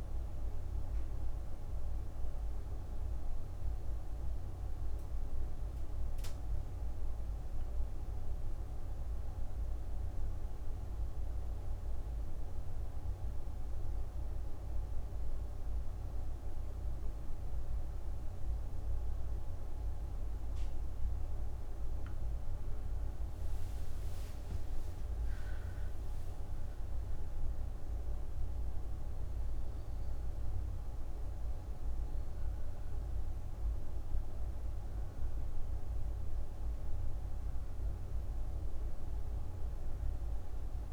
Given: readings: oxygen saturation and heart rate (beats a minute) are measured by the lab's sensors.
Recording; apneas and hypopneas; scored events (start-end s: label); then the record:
breathing in sleep, hard to hear, by a room microphone; 1
0.00-7.00 s: oxygen desaturation (device-marked, oxygen 88% lowest, heart rate 30 extreme)
0.50-20.50 s: hypopnea (oxygen 98% before, 88% lowest, heart rate 59 before, 38 extreme, up 4 after)
21.00-40.93 s: oxygen desaturation (device-marked, oxygen 98% before, 88% lowest, heart rate 61 before, 38 extreme)
21.50-27.00 s: arousal
From the record:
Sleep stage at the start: N1 (lightest sleep); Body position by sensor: on the back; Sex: female